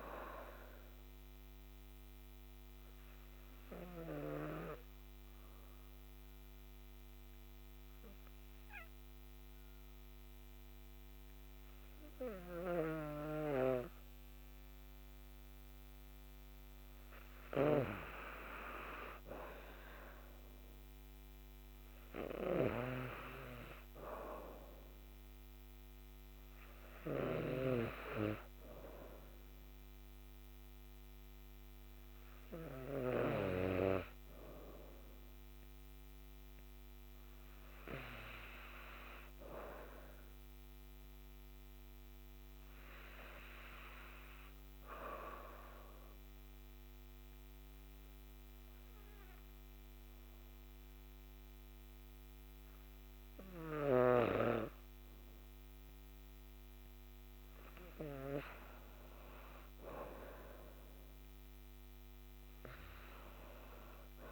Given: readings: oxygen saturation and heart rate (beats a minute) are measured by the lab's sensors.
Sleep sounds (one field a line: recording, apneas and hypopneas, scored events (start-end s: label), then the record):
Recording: breathing in sleep by a microphone on the trachea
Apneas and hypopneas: 2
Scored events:
2.00-15.50 s: obstructive apnea (oxygen 98% before, 90% lowest)
16.00-19.50 s: arousal
22.50-34.00 s: snoring (device-marked)
31.00-49.00 s: oxygen desaturation (device-marked, oxygen 97% before, 90% lowest)
45.00-55.50 s: obstructive apnea (oxygen 97% before, 93% lowest, heart rate 94 before, 64 extreme, up 43 after)
60.00-63.50 s: arousal
From the record:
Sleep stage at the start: N2 (light sleep)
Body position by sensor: on the back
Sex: female